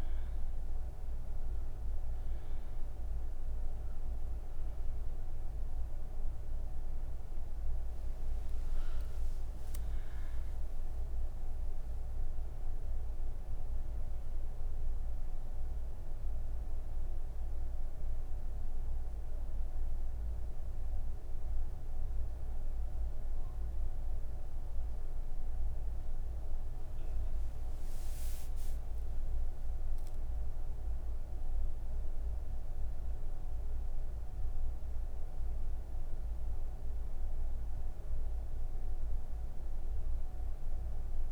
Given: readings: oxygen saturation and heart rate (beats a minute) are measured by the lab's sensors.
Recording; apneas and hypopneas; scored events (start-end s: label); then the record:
breathing in sleep, hard to hear, by a room microphone; none
0.50-32.50 s: oxygen desaturation (device-marked, oxygen 97% before, 91% lowest)
From the record:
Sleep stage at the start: N1 (lightest sleep); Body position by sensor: on the right side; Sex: female